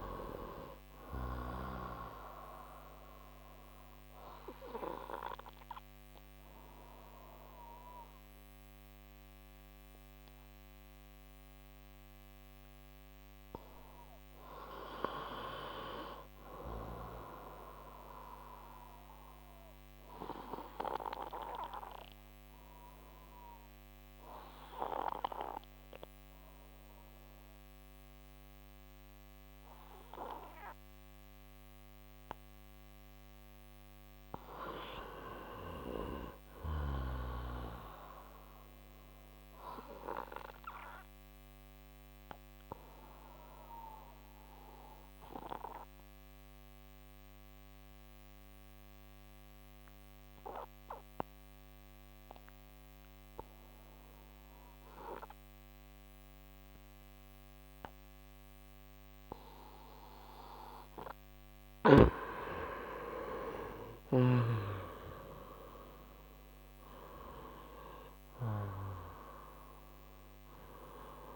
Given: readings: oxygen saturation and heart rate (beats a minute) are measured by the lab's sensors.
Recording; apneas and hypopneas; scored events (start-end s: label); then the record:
breathing in sleep by a microphone on the trachea; 2
0.00-18.00 s: oxygen desaturation (device-marked, oxygen 88% lowest, heart rate 60 extreme)
4.00-33.00 s: obstructive apnea (oxygen 97% before, 87% lowest, heart rate 70 before, 60 extreme, up 6 after)
34.50-37.50 s: arousal
41.00-60.50 s: obstructive apnea (oxygen 97% before, 87% lowest, heart rate 63 before, 57 extreme, up 13 after)
41.00-61.00 s: oxygen desaturation (device-marked, oxygen 95% before, 91% lowest, heart rate 63 before, 57 extreme)
63.00-67.00 s: arousal
From the record:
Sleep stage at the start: N2 (light sleep); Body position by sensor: on the right side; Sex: male